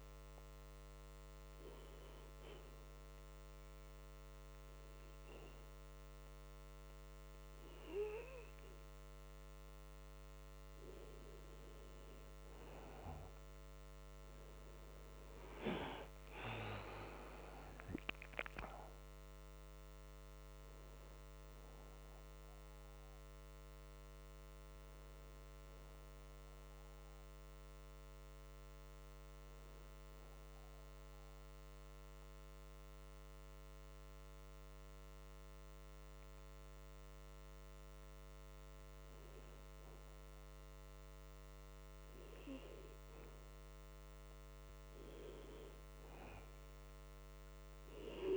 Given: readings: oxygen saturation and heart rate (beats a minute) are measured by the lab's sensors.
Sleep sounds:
breathing in sleep by a microphone on the trachea; 2
0.00-3.00 s: oxygen desaturation (device-marked, oxygen 92% lowest)
0.50-11.00 s: obstructive apnea (oxygen 96% before, 94% lowest)
14.00-18.00 s: arousal
30.50-40.50 s: obstructive apnea (oxygen 97% before, 93% lowest)
42.50-46.50 s: arousal
From the record:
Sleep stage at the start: N2 (light sleep); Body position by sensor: on the back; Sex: male

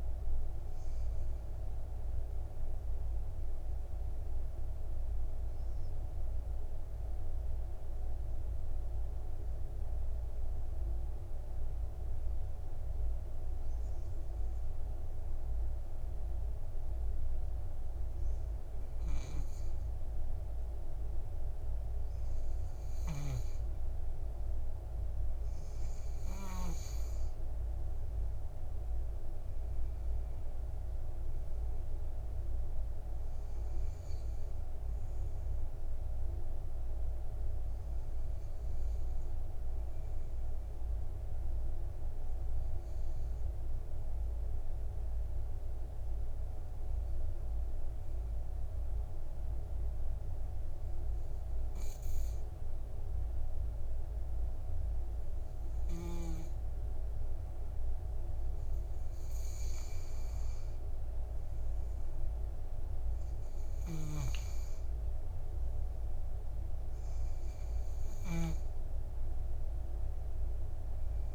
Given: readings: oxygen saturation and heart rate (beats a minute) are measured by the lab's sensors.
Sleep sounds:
breathing in sleep, hard to hear, by a room microphone; 2
0.00-15.00 s: oxygen desaturation (device-marked, oxygen 90% lowest, heart rate 50 extreme)
3.00-19.00 s: obstructive apnea (oxygen 100% before, 90% lowest, heart rate 67 before, 50 extreme, up 6 after)
24.50-29.00 s: arousal
29.00-51.00 s: oxygen desaturation (device-marked, oxygen 99% before, 92% lowest, heart rate 54 before, 52 extreme)
38.50-59.50 s: obstructive apnea (oxygen 99% before, 91% lowest, heart rate 58 before, 50 extreme, up 8 after)
62.00-65.50 s: arousal
64.00-71.35 s: oxygen desaturation (device-marked, oxygen 97% before, 93% lowest, heart rate 57 before, 50 extreme)
From the record:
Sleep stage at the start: N2 (light sleep); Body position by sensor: on the back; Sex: male

